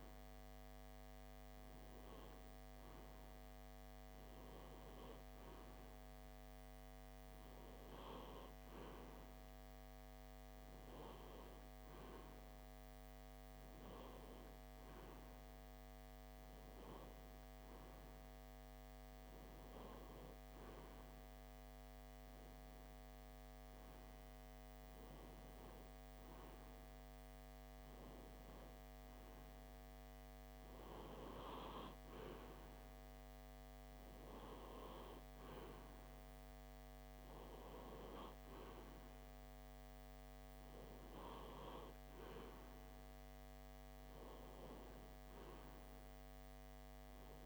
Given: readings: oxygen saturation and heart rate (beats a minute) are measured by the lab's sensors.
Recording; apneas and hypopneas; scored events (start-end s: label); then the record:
breathing in sleep by a microphone on the trachea; none
none scored
From the record:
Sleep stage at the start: N3 (deep sleep); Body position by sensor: on the left side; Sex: male